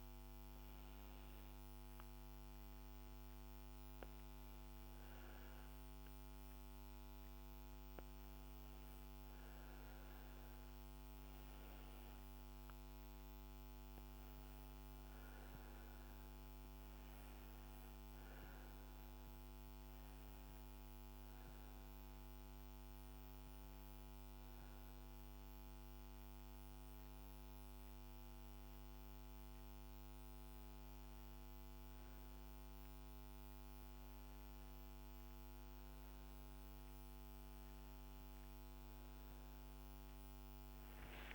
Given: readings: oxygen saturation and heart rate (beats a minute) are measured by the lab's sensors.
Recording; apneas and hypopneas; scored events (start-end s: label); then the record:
breathing in sleep, hard to hear, by a microphone on the trachea; none
32.50-41.34 s: new sleep stage, N1 (lightest sleep)
From the record:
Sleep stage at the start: N2 (light sleep); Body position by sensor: on the back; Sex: female